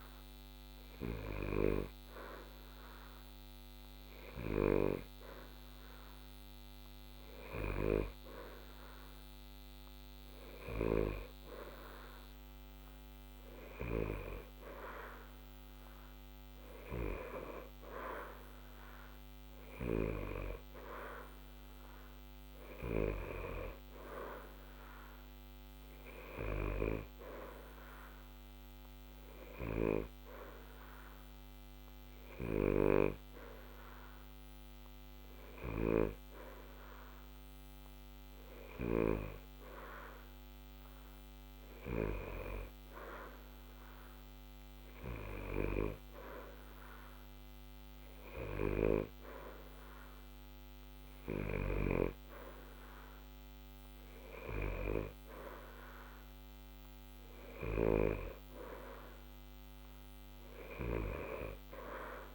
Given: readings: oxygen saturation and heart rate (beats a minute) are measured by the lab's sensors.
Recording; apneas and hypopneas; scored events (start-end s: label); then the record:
breathing in sleep by a microphone on the trachea; none
none scored
From the record:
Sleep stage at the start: N2 (light sleep); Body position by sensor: on the back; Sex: male